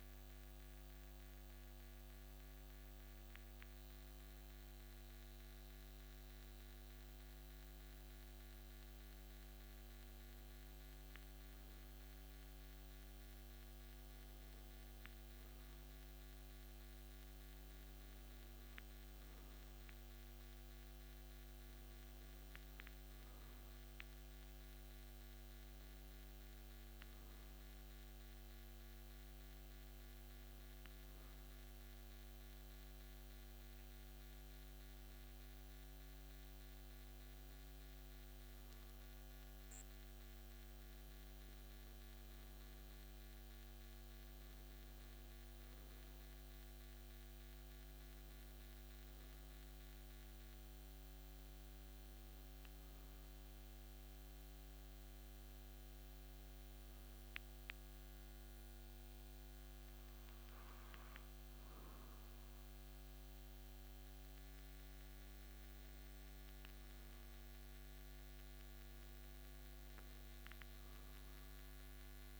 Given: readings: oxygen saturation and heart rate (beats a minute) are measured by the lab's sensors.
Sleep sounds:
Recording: breathing in sleep, hard to hear, by a microphone on the trachea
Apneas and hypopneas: none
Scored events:
0.00-2.00 s: oxygen desaturation (device-marked, oxygen 94% lowest)
From the record:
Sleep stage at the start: N2 (light sleep)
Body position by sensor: on the right side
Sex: male

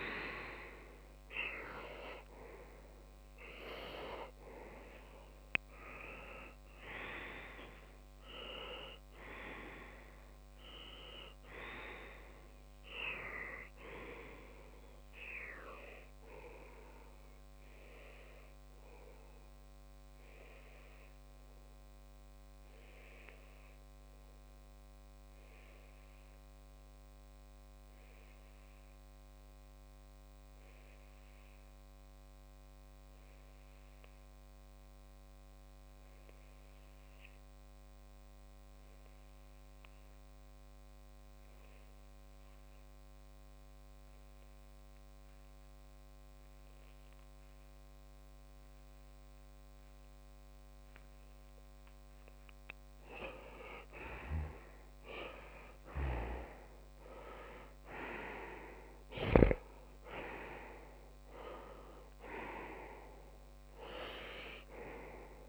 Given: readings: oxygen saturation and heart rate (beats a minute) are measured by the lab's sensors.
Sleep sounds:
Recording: breathing in sleep by a microphone on the trachea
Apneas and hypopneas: 1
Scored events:
0.00-4.00 s: oxygen desaturation (device-marked, oxygen 93% lowest)
16.00-53.00 s: obstructive apnea (oxygen 96% before, 93% lowest)
48.00-65.49 s: oxygen desaturation (device-marked, oxygen 99% before, 95% lowest)
55.00-59.00 s: arousal
From the record:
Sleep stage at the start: N2 (light sleep)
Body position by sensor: on the left side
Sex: male

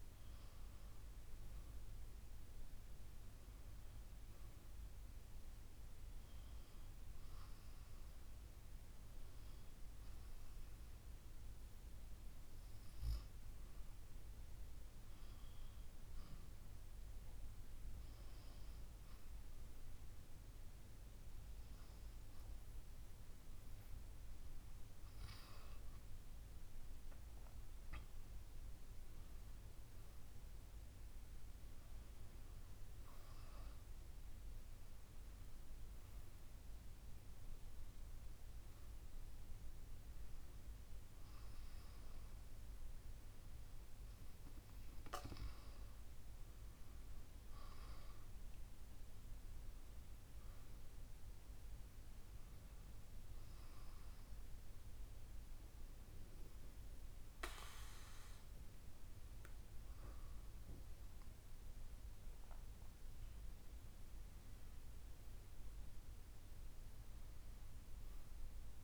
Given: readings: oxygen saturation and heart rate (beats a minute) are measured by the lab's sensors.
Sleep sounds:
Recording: a person partly awake in a sleep study, hard to hear, by a room microphone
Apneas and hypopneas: none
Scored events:
6.00-68.84 s: new sleep stage, N2 (light sleep)
From the record:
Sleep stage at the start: awake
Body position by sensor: on the back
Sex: female

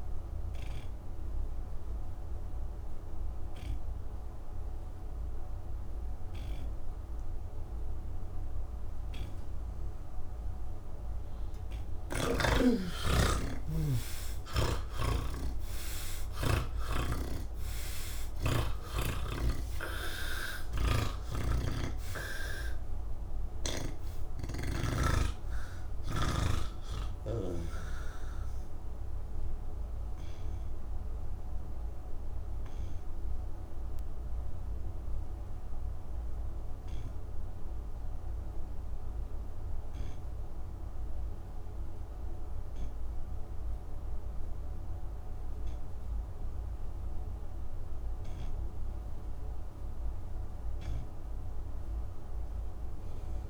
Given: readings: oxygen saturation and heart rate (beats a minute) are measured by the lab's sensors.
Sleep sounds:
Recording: breathing in sleep by a room microphone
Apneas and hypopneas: none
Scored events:
10.00-16.00 s: oxygen desaturation (device-marked, oxygen 99% before, 92% lowest, heart rate 101 before, 62 extreme)
16.50-23.50 s: snoring (device-marked)
22.00-41.00 s: oxygen desaturation (device-marked, oxygen 93% before, 81% lowest, heart rate 119 before, 62 extreme)
23.00-53.50 s: new sleep stage, N3 (deep sleep)
From the record:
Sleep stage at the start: N2 (light sleep)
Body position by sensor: on the back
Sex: male

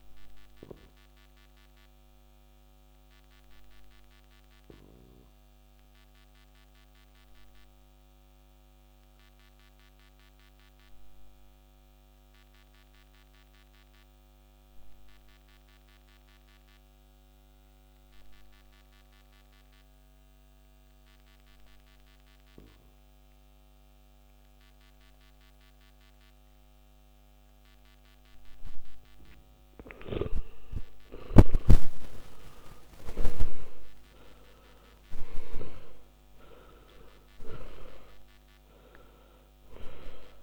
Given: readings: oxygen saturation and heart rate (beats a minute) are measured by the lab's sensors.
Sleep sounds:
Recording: breathing in sleep by a microphone on the trachea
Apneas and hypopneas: 1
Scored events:
0.50-29.00 s: obstructive apnea (oxygen 100% before, 81% lowest, heart rate 57 before, 48 extreme, up 15 after)
14.00-27.00 s: oxygen desaturation (device-marked, oxygen 98% before, 90% lowest, heart rate 51 before, 51 extreme)
29.50-34.50 s: arousal
From the record:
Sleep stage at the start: N2 (light sleep)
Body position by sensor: on the back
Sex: male

